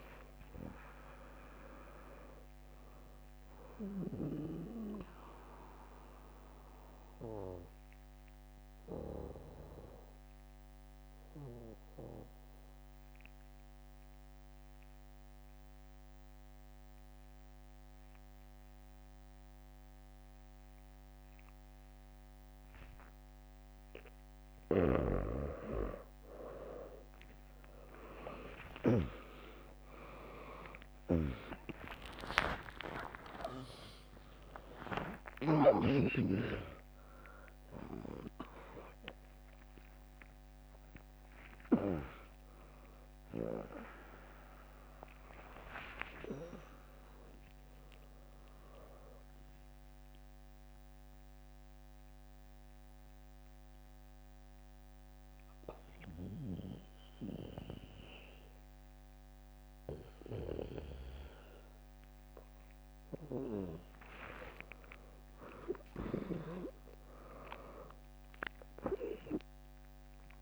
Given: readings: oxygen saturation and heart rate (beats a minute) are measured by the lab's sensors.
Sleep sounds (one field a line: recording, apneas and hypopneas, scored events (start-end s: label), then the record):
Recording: breathing in sleep by a microphone on the trachea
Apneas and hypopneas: 2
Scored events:
0.00-16.00 s: drop in pulse transit time (device-marked, heart rate 56 extreme)
1.00-17.00 s: oxygen desaturation (device-marked, oxygen 100% before, 96% lowest, heart rate 58 before, 54 extreme)
4.50-23.50 s: obstructive apnea (oxygen 100% before, 95% lowest, heart rate 62 before, 54 extreme, up 23 after)
18.00-25.00 s: bradycardia (device-marked, heart rate 72 before, 54 extreme)
28.00-36.00 s: arousal
30.00-44.00 s: tachycardia (device-marked, heart rate 71 before, 163 extreme)
32.00-34.00 s: long interval between heartbeats (device-marked, heart rate 67 before, 97 extreme)
32.00-45.00 s: drop in pulse transit time (device-marked, heart rate 67 before, 97 extreme)
33.00-55.00 s: oxygen desaturation (device-marked, oxygen 100% before, 95% lowest, heart rate 68 before, 65 extreme)
35.50-37.50 s: long interval between heartbeats (device-marked, heart rate 71 before, 124 extreme)
41.50-43.50 s: long interval between heartbeats (device-marked, heart rate 90 before, 155 extreme)
50.00-63.00 s: mixed apnea (oxygen 100% before, 95% lowest, heart rate 121 before, 58 extreme, up 0 after)
65.00-70.42 s: arousal
From the record:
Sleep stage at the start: N2 (light sleep)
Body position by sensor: on the back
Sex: female